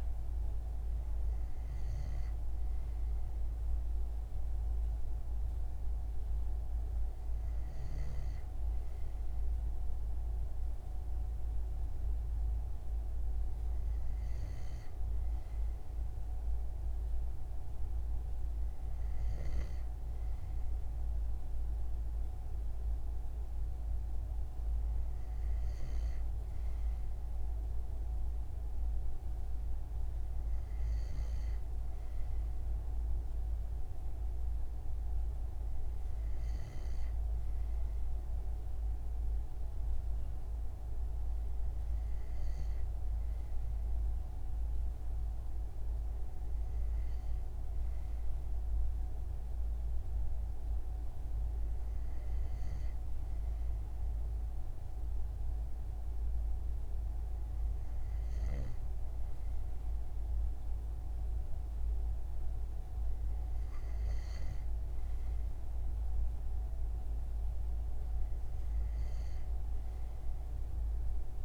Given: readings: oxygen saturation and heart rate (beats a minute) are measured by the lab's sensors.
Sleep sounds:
breathing in sleep, hard to hear, by a room microphone; none
none scored
From the record:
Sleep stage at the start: N2 (light sleep); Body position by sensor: on the front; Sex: male

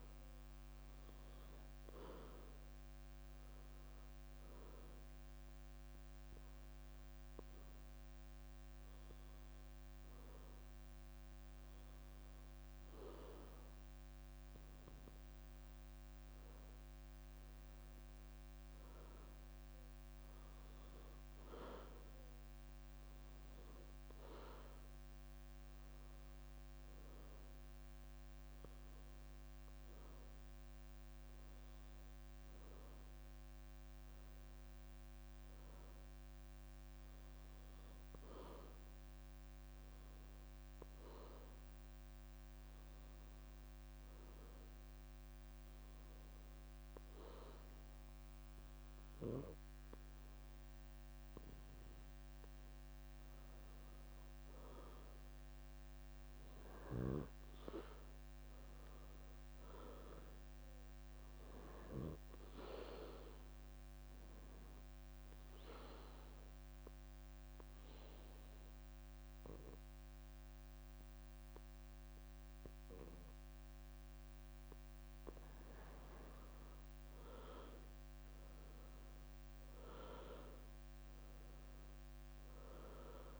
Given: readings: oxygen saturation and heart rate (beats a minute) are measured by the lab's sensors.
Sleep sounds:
breathing in sleep by a microphone on the trachea; 2
0.00-4.50 s: leg movement (device-marked)
0.00-12.00 s: oxygen desaturation (device-marked, oxygen 96% before, 93% lowest, heart rate 67 before, 68 extreme)
5.00-11.00 s: leg movement (device-marked)
13.00-14.50 s: leg movement (device-marked)
17.50-23.00 s: leg movement (device-marked)
32.50-35.50 s: arousal
38.50-50.50 s: hypopnea (oxygen 95% before, 92% lowest, heart rate 70 before, 65 extreme, up 2 after)
45.00-49.00 s: leg movement (device-marked)
52.50-56.00 s: arousal
64.00-71.50 s: leg movement (device-marked)
64.50-75.50 s: mixed apnea (oxygen 95% before, 92% lowest, heart rate 70 before, 59 extreme, up 10 after)
75.50-76.00 s: leg movement (device-marked)
77.50-81.00 s: arousal
81.50-83.40 s: leg movement (device-marked)
From the record:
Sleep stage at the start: N2 (light sleep); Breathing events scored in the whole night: 299 in 4.3 hours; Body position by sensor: on the back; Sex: female

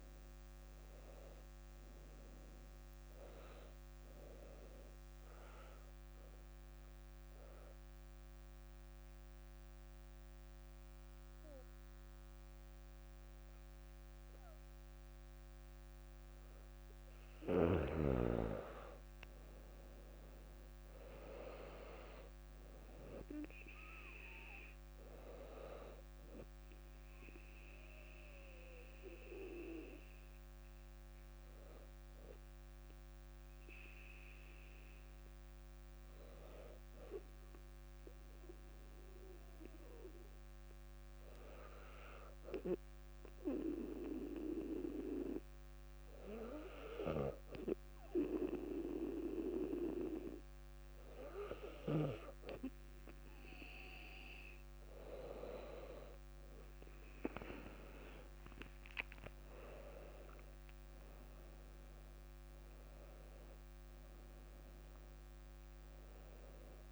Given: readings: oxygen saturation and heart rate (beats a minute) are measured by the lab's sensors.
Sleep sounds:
breathing in sleep by a microphone on the trachea; 2
5.00-17.50 s: obstructive apnea (oxygen 97% before, 95% lowest, heart rate 64 before, 59 extreme, up 5 after)
20.00-24.00 s: arousal
32.50-50.50 s: hypopnea (oxygen 98% before, 95% lowest, heart rate 62 before, 59 extreme, up 5 after)
57.00-61.00 s: arousal
From the record:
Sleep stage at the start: N2 (light sleep); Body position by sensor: on the back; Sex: female

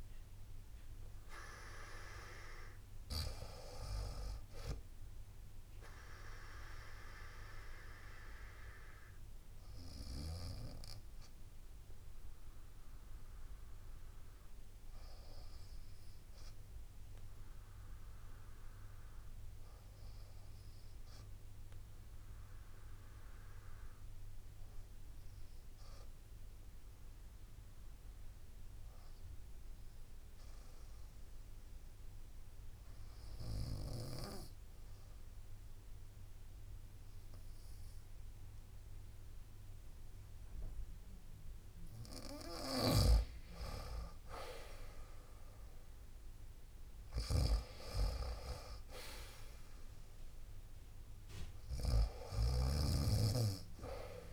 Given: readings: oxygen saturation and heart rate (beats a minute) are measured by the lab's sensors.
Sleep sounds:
breathing in sleep by a room microphone; 1
0.00-4.00 s: drop in pulse transit time (device-marked, heart rate 65 extreme)
0.00-15.00 s: oxygen desaturation (device-marked, oxygen 86% lowest, heart rate 56 extreme)
6.50-40.50 s: obstructive apnea (oxygen 93% before, 86% lowest, heart rate 70 before, 56 extreme, up 7 after)
18.00-40.00 s: bradycardia (device-marked, heart rate 64 before, 56 extreme)
42.00-54.33 s: snoring (device-marked)
42.50-47.50 s: arousal
45.00-54.33 s: drop in pulse transit time (device-marked, heart rate 58 before, 61 extreme)
47.00-54.33 s: oxygen desaturation (device-marked, oxygen 97% before, 93% lowest, heart rate 58 before, 58 extreme)
From the record:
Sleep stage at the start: REM sleep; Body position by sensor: on the right side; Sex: female

